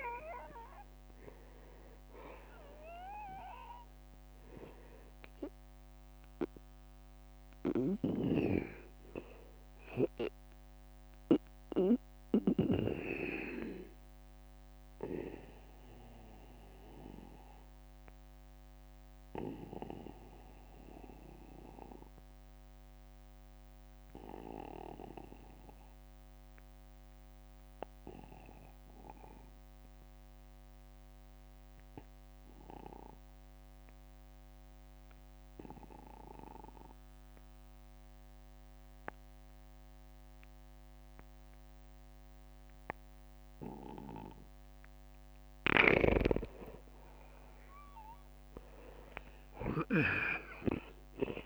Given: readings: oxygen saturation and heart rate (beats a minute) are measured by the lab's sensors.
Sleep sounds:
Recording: breathing in sleep by a microphone on the trachea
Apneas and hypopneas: 1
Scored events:
3.50-30.50 s: oxygen desaturation (device-marked, oxygen 95% before, 84% lowest, heart rate 60 before, 43 extreme)
7.50-12.50 s: snoring (device-marked)
14.50-16.50 s: long interval between heartbeats (device-marked, heart rate 64 before, 62 extreme)
25.00-44.50 s: obstructive apnea (oxygen 95% before, 82% lowest, heart rate 61 before, 43 extreme, up 25 after)
46.50-51.45 s: arousal
From the record:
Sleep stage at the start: N2 (light sleep)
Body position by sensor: on the back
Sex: male

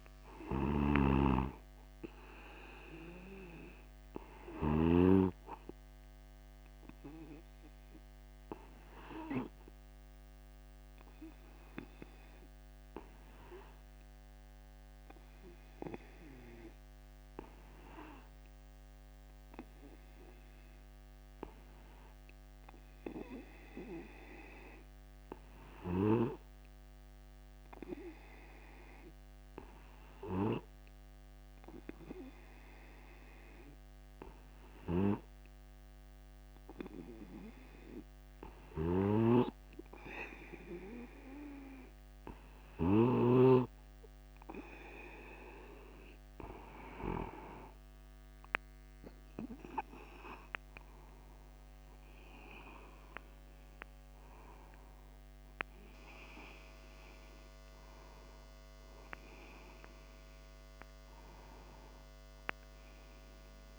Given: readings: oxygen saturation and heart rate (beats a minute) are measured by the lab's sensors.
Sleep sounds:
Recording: breathing in sleep by a microphone on the trachea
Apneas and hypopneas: 1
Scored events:
0.00-5.00 s: arousal
1.00-5.50 s: snoring (device-marked)
9.00-38.50 s: obstructive apnea (oxygen 96% before, 94% lowest, heart rate 51 before, 50 extreme, up 1 after)
39.50-44.00 s: snoring (device-marked)
46.00-50.50 s: arousal
From the record:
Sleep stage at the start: N2 (light sleep)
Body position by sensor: upright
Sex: male

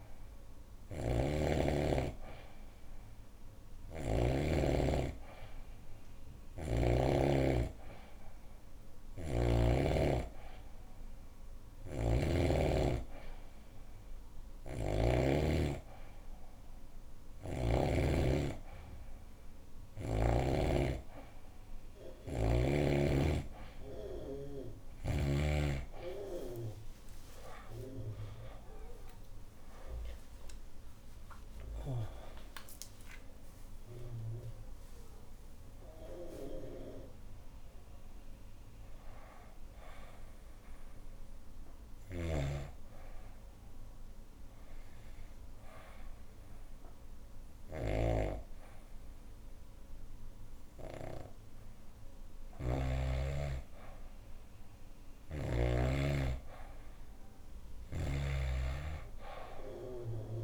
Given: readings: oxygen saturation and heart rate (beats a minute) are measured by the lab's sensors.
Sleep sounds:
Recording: breathing in sleep by a room microphone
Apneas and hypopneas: 1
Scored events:
0.50-4.00 s: snoring (device-marked)
8.50-15.00 s: snoring (device-marked)
27.00-32.00 s: arousal
41.50-55.50 s: snoring (device-marked)
43.00-54.50 s: hypopnea (oxygen 93% before, 92% lowest, heart rate 118 before, 75 extreme, up 38 after)
57.50-60.44 s: arousal
57.50-60.44 s: snoring (device-marked)
58.50-60.44 s: oxygen desaturation (device-marked, oxygen 97% before, 93% lowest, heart rate 95 before, 115 extreme)
From the record:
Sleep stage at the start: N2 (light sleep)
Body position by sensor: on the back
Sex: female

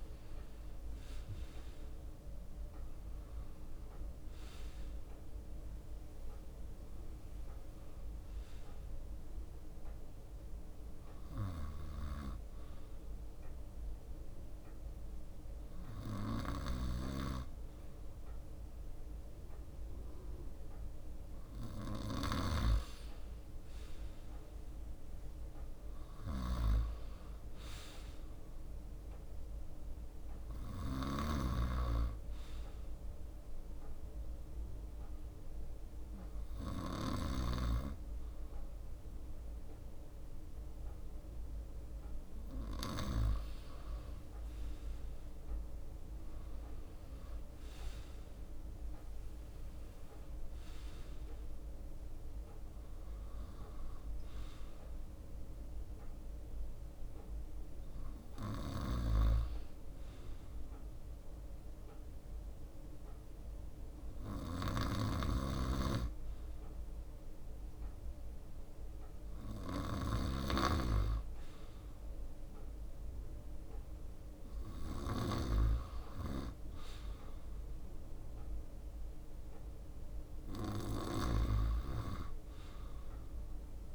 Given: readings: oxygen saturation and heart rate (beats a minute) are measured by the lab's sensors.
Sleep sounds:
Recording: breathing in sleep by a room microphone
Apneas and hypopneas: 2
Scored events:
0.00-4.00 s: arousal
0.00-12.50 s: oxygen desaturation (device-marked, oxygen 93% lowest, heart rate 62 extreme)
11.00-22.00 s: hypopnea (oxygen 97% before, 94% lowest, heart rate 65 before, 62 extreme, up 4 after)
20.00-28.00 s: leg movement (device-marked)
25.00-29.00 s: arousal
28.00-29.50 s: leg movement (device-marked)
33.00-43.00 s: hypopnea (oxygen 96% before, 94% lowest, heart rate 64 before, 62 extreme, up 6 after)
45.00-50.00 s: arousal
46.50-53.00 s: leg movement (device-marked)
53.50-61.00 s: leg movement (device-marked)
62.50-67.00 s: leg movement (device-marked)
67.50-69.00 s: leg movement (device-marked)
71.00-77.00 s: leg movement (device-marked)
78.00-83.95 s: leg movement (device-marked)
From the record:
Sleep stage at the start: N2 (light sleep)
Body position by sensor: on the right side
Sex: male

